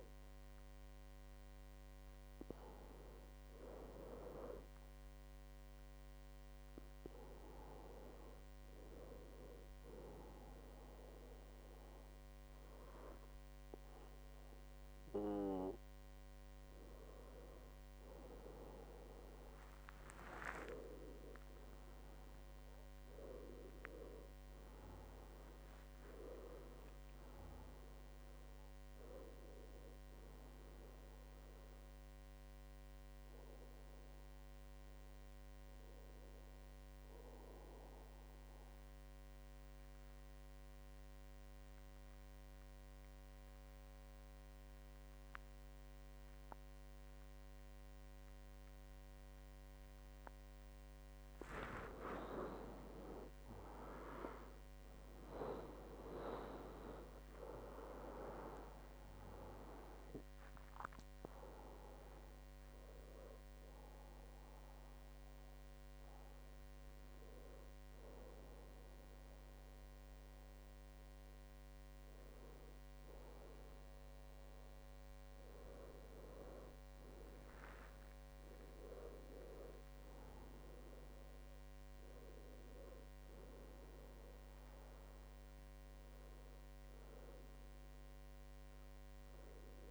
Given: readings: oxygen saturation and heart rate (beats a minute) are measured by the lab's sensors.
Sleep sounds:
breathing in sleep by a microphone on the trachea; 2
0.00-1.00 s: arousal
7.50-20.00 s: hypopnea (oxygen 98% before, 91% lowest, heart rate 79 before, 67 extreme, up 13 after)
21.00-26.00 s: arousal
38.50-51.00 s: obstructive apnea (oxygen 98% before, 91% lowest, heart rate 76 before, 65 extreme, up 15 after)
53.50-57.00 s: arousal
55.00-79.00 s: oxygen desaturation (device-marked, oxygen 98% before, 91% lowest, heart rate 69 before, 69 extreme)
79.50-84.00 s: arousal
From the record:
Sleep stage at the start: N2 (light sleep); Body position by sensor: on the back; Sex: male

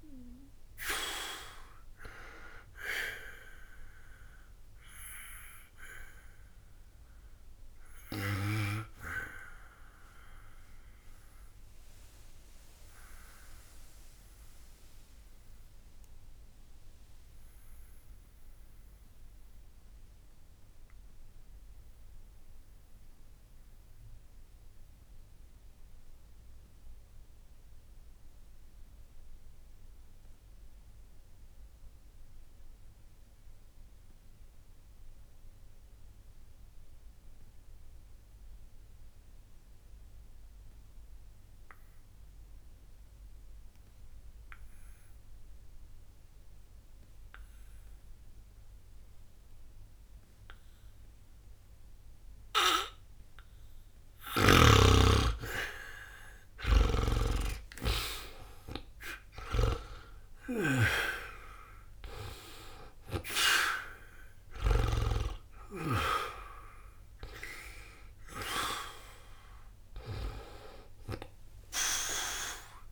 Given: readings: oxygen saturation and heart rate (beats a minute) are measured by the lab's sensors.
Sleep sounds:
breathing in sleep by a room microphone; 1
0.00-25.50 s: oxygen desaturation (device-marked, oxygen 77% lowest, heart rate 60 extreme)
3.50-53.50 s: obstructive apnea (oxygen 96% before, 75% lowest, heart rate 63 before, 60 extreme, up 0 after)
42.50-70.50 s: oxygen desaturation (device-marked, oxygen 99% before, 84% lowest, heart rate 60 before, 60 extreme)
56.50-61.00 s: arousal
71.00-72.92 s: arousal
From the record:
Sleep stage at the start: N2 (light sleep); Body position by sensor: on the back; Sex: male

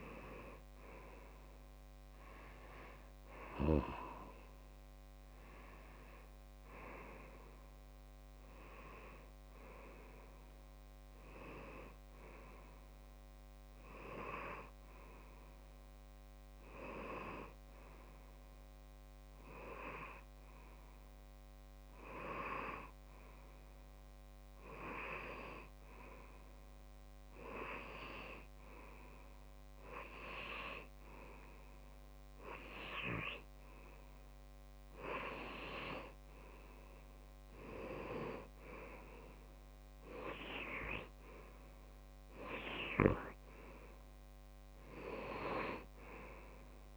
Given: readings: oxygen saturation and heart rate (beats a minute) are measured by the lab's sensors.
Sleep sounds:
breathing in sleep by a microphone on the trachea; 1
3.00-7.00 s: arousal
5.50-46.97 s: new sleep stage, N2 (light sleep)
17.50-35.50 s: hypopnea (oxygen 96% before, 92% lowest)
29.00-31.00 s: long interval between heartbeats (device-marked)
From the record:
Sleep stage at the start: N1 (lightest sleep); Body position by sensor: on the left side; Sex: male

